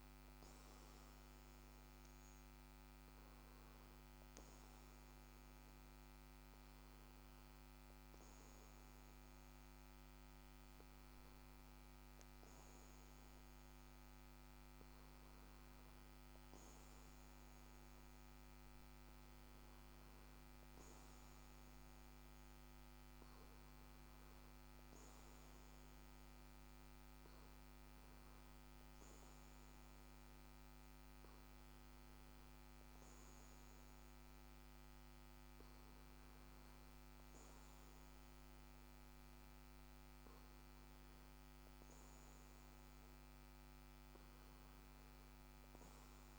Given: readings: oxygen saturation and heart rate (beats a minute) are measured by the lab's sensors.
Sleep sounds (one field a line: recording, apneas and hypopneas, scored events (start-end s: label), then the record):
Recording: breathing in sleep, hard to hear, by a microphone on the trachea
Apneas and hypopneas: none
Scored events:
41.50-46.00 s: arousal
From the record:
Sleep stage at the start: REM sleep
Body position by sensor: on the back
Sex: male